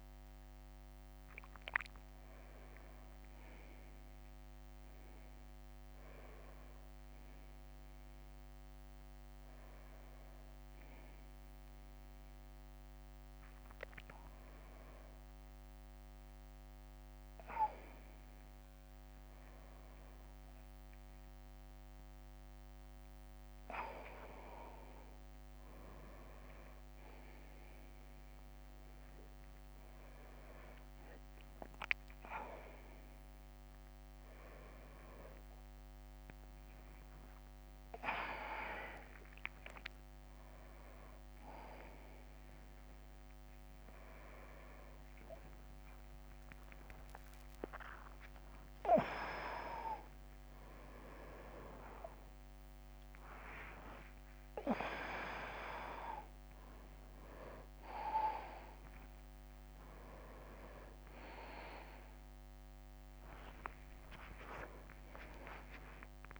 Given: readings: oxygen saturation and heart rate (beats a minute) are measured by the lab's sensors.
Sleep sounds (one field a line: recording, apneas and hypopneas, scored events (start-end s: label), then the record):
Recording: a person awake in a sleep study, by a microphone on the trachea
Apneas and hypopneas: none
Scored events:
4.00-5.00 s: leg movement (device-marked)
20.00-21.50 s: leg movement (device-marked)
29.50-32.50 s: drop in pulse transit time (device-marked, heart rate 73 before, 76 extreme)
41.50-49.00 s: leg movement (device-marked)
49.50-55.50 s: tachycardia (device-marked, heart rate 69 before, 110 extreme)
50.50-58.00 s: leg movement (device-marked)
52.50-54.50 s: long interval between heartbeats (device-marked, heart rate 79 before, 106 extreme)
58.00-60.50 s: leg movement (device-marked)
62.00-63.50 s: leg movement (device-marked)
From the record:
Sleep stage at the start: awake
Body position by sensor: upright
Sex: male